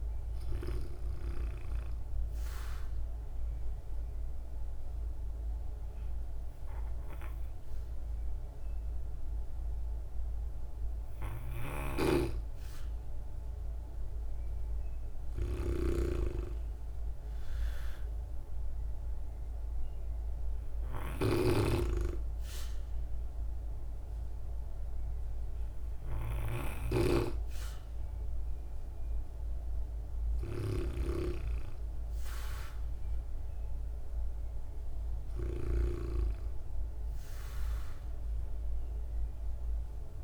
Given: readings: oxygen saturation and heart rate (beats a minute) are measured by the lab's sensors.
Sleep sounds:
breathing in sleep by a room microphone; 1
1.50-12.00 s: obstructive apnea (oxygen 97% before, 93% lowest, heart rate 58 before, 57 extreme, up 7 after)
11.00-30.50 s: snoring (device-marked)
15.00-19.50 s: arousal
From the record:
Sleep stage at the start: REM sleep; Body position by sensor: on the back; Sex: female

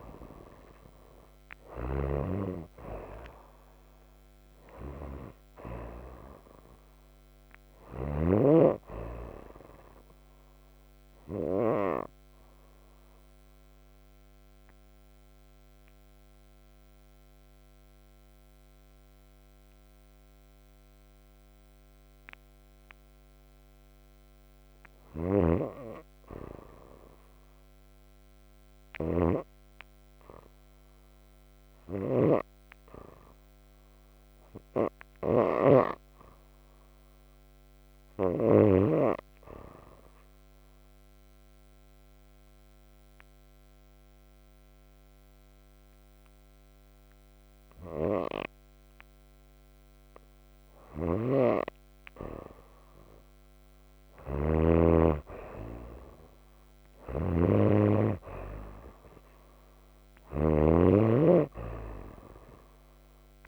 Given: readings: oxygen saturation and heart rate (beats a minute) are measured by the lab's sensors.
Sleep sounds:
breathing in sleep by a microphone on the trachea; 2
0.00-3.50 s: arousal
0.00-8.00 s: snoring (device-marked)
11.00-24.00 s: obstructive apnea (oxygen 97% before, 91% lowest, heart rate 61 before, 47 extreme, up 13 after)
25.00-38.50 s: snoring (device-marked)
27.00-31.50 s: arousal
39.50-50.00 s: obstructive apnea (oxygen 98% before, 89% lowest, heart rate 56 before, 46 extreme, up 1 after)
50.50-54.50 s: snoring (device-marked)
55.50-60.00 s: arousal
56.50-63.48 s: snoring (device-marked)
From the record:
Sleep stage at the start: N2 (light sleep); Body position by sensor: on the right side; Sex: female

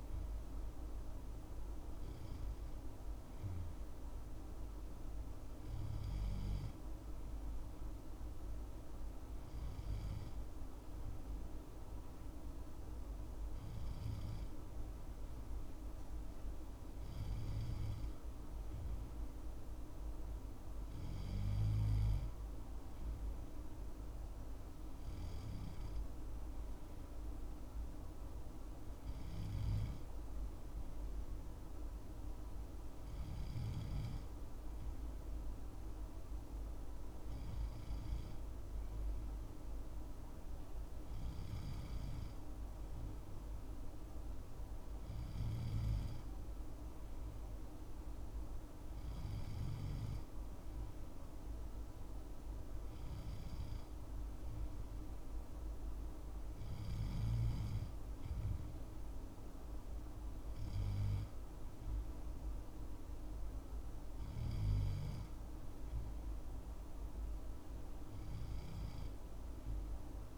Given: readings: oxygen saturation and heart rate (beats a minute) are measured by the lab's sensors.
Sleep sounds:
breathing in sleep, hard to hear, by a room microphone; none
none scored
From the record:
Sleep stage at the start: N2 (light sleep); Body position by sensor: on the left side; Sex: male

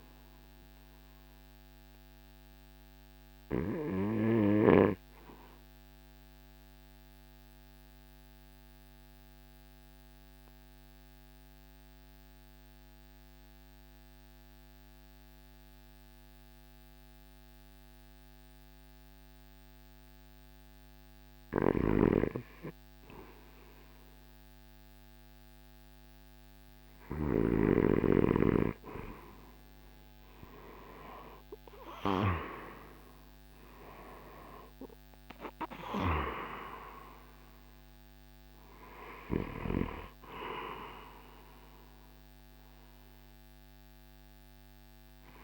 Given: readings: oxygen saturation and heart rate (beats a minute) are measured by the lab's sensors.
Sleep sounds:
breathing in sleep by a microphone on the trachea; 1
1.50-19.50 s: obstructive apnea (oxygen 99% before, 81% lowest, heart rate 56 before, 52 extreme, up 4 after)
4.50-31.50 s: oxygen desaturation (device-marked, oxygen 95% before, 86% lowest, heart rate 56 before, 52 extreme)
31.00-35.50 s: arousal
31.50-45.44 s: drop in pulse transit time (device-marked, heart rate 55 before, 57 extreme)
36.50-45.44 s: oxygen desaturation (device-marked, oxygen 90% before, 81% lowest, heart rate 59 before, 51 extreme)
From the record:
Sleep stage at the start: REM sleep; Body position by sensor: on the right side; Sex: male

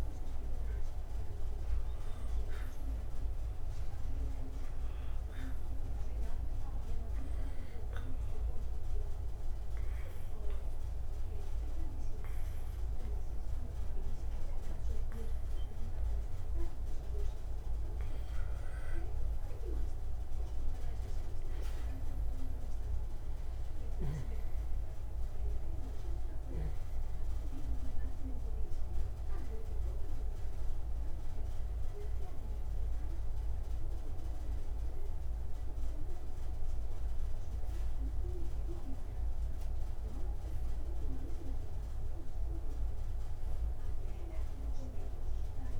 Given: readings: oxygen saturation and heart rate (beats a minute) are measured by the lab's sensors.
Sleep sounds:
breathing in sleep, hard to hear, by a room microphone; 1
0.00-1.50 s: arousal
8.00-19.00 s: mixed apnea (oxygen 97% before, 92% lowest)
22.00-26.50 s: arousal
From the record:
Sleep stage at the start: N2 (light sleep); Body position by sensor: on the right side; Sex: male

